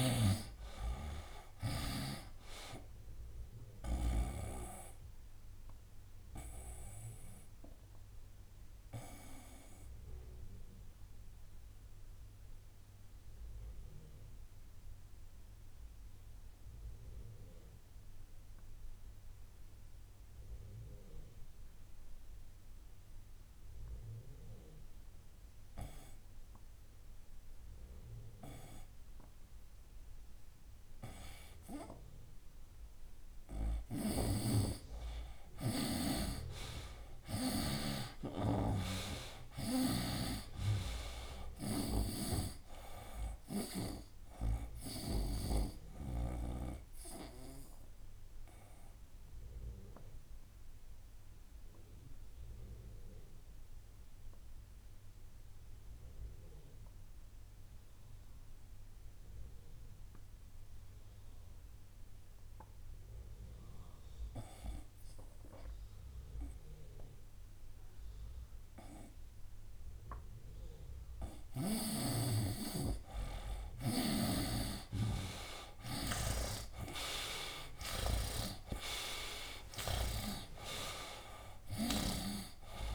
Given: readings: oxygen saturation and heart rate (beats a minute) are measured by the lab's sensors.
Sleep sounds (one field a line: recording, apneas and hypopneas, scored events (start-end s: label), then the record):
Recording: breathing in sleep by a room microphone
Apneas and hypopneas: 2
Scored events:
0.00-4.00 s: snoring (device-marked)
0.00-18.50 s: oxygen desaturation (device-marked, oxygen 78% lowest, heart rate 65 extreme)
9.00-32.00 s: obstructive apnea (oxygen 99% before, 78% lowest, heart rate 80 before, 65 extreme, up 7 after)
33.50-37.50 s: arousal
33.50-37.50 s: snoring (device-marked)
36.50-61.50 s: oxygen desaturation (device-marked, oxygen 97% before, 84% lowest, heart rate 66 before, 63 extreme)
47.50-69.50 s: obstructive apnea (oxygen 98% before, 82% lowest, heart rate 71 before, 63 extreme, up 9 after)
72.50-76.50 s: arousal
74.50-82.95 s: oxygen desaturation (device-marked, oxygen 97% before, 82% lowest, heart rate 66 before, 63 extreme)
76.00-82.00 s: snoring (device-marked)
From the record:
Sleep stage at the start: N2 (light sleep)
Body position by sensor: on the right side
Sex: male